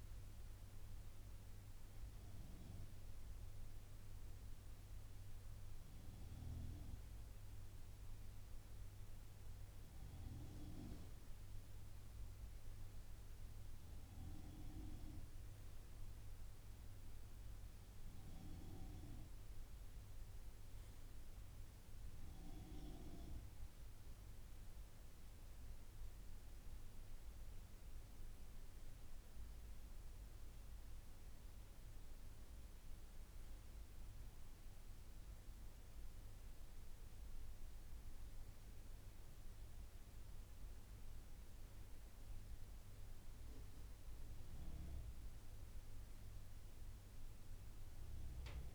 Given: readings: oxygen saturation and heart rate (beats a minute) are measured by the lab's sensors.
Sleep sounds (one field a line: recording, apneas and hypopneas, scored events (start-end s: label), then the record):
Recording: breathing in sleep by a room microphone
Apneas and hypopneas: none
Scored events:
none scored
From the record:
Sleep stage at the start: N2 (light sleep)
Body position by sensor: on the right side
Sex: male